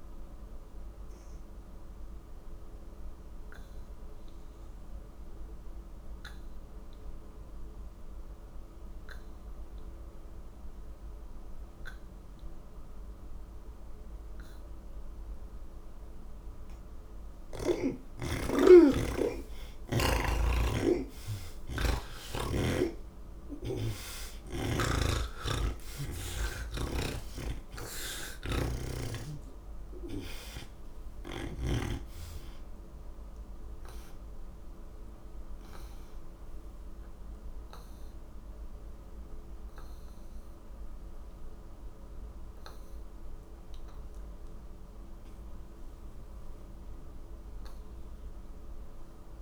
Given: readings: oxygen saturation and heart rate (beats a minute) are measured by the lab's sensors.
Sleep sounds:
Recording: breathing in sleep by a room microphone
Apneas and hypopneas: none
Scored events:
0.00-8.00 s: oxygen desaturation (device-marked, oxygen 86% lowest, heart rate 69 extreme)
7.00-49.41 s: new sleep stage, N3 (deep sleep)
20.00-36.00 s: oxygen desaturation (device-marked, oxygen 97% before, 89% lowest, heart rate 72 before, 71 extreme)
27.00-31.50 s: snoring (device-marked)
41.00-49.41 s: oxygen desaturation (device-marked, oxygen 92% before, 89% lowest, heart rate 78 before, 73 extreme)
From the record:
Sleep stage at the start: N1 (lightest sleep)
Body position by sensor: on the back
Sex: male

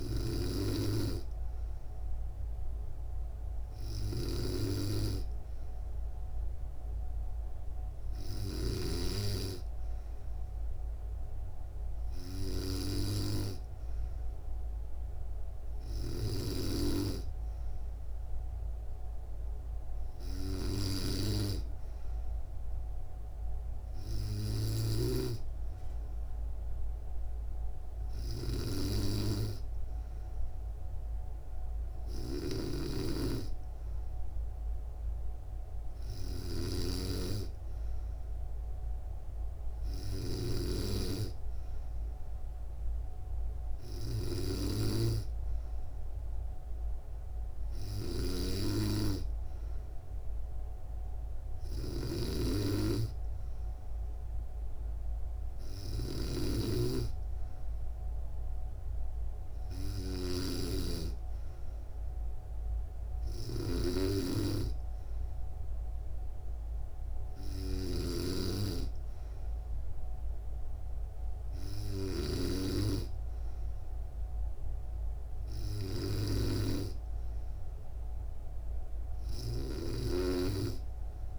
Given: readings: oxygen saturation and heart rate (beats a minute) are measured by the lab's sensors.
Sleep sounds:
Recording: breathing in sleep by a room microphone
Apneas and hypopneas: none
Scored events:
0.00-8.50 s: snoring (device-marked)
6.00-11.00 s: bradycardia (device-marked, heart rate 69 before, 58 extreme)
15.50-79.50 s: snoring (device-marked)
From the record:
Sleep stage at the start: N2 (light sleep)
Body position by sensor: on the back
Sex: female

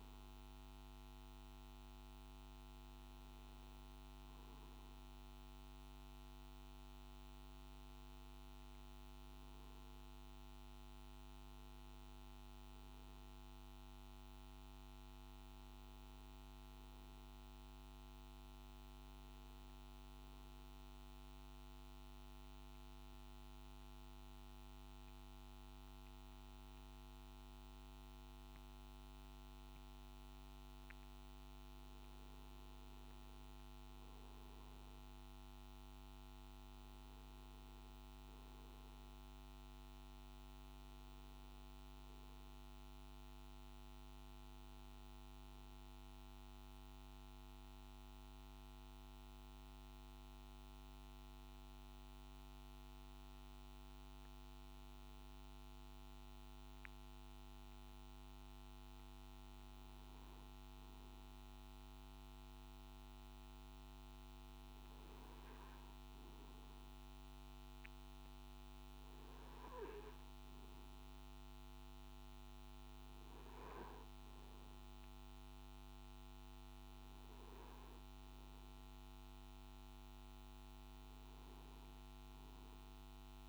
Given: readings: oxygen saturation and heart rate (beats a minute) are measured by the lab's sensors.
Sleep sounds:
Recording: breathing in sleep, hard to hear, by a microphone on the trachea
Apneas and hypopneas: 2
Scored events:
21.00-32.00 s: mixed apnea (oxygen 99% before, 94% lowest, heart rate 61 before, 51 extreme, up 6 after)
35.50-54.50 s: oxygen desaturation (device-marked, oxygen 97% before, 94% lowest, heart rate 55 before, 52 extreme)
47.00-58.00 s: hypopnea (oxygen 98% before, 94% lowest, heart rate 54 before, 52 extreme, up 1 after)
From the record:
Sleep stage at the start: N3 (deep sleep)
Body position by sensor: on the back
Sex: male

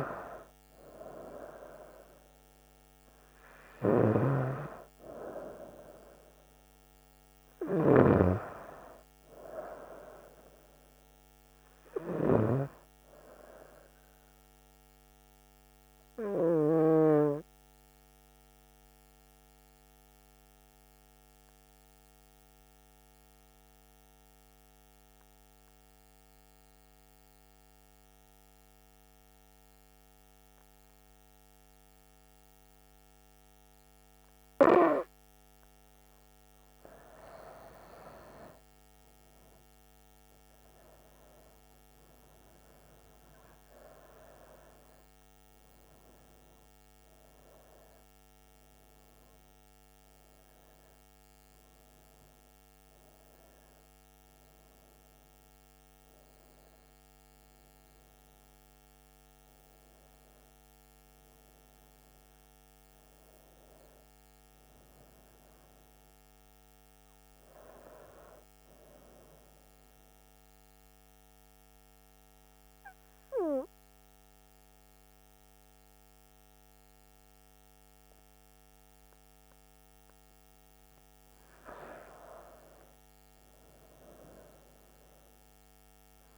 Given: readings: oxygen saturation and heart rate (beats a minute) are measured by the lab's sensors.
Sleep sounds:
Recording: breathing in sleep by a microphone on the trachea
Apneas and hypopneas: 1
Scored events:
16.50-36.00 s: obstructive apnea (oxygen 98% before, 93% lowest, heart rate 68 before, 63 extreme, up 14 after)
33.50-59.50 s: oxygen desaturation (device-marked, oxygen 96% before, 93% lowest, heart rate 64 before, 66 extreme)
39.00-44.00 s: arousal
From the record:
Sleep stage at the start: N2 (light sleep)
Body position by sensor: on the front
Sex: female

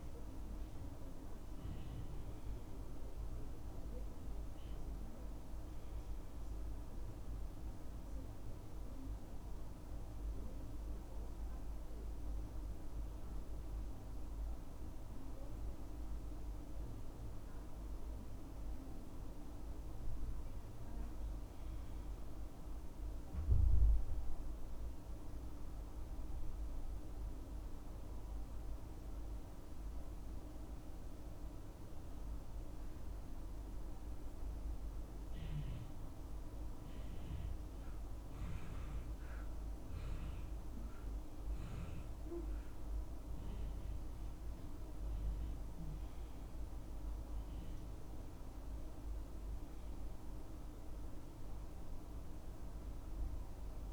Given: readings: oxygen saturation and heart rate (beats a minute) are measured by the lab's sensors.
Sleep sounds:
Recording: breathing in sleep, hard to hear, by a room microphone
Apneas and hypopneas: 2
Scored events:
0.00-15.50 s: oxygen desaturation (device-marked, oxygen 92% lowest, heart rate 64 extreme)
3.50-6.00 s: arousal
8.50-19.00 s: central apnea (oxygen 95% before, 92% lowest, heart rate 69 before, 64 extreme, up 3 after)
20.50-23.00 s: arousal
27.00-37.00 s: obstructive apnea (oxygen 99% before, 91% lowest, heart rate 69 before, 64 extreme, up 6 after)
39.50-43.00 s: arousal
From the record:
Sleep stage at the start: N2 (light sleep)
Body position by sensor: on the back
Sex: male

